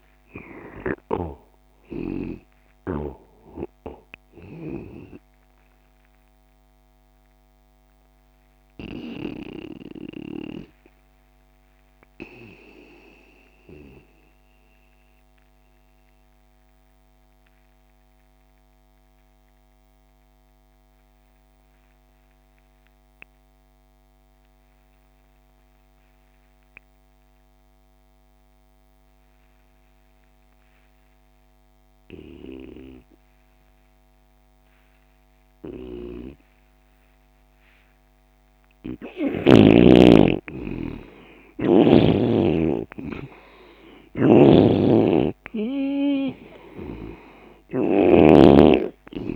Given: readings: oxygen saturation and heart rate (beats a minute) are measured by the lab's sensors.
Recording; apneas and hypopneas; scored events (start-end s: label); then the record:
breathing in sleep by a microphone on the trachea; 1
0.00-18.00 s: oxygen desaturation (device-marked, oxygen 83% lowest)
14.50-31.00 s: obstructive apnea (oxygen 98% before, 86% lowest)
34.00-49.36 s: oxygen desaturation (device-marked, oxygen 99% before, 86% lowest)
40.00-44.00 s: arousal
44.00-48.50 s: snoring (device-marked)
From the record:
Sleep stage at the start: N2 (light sleep); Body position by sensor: on the left side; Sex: male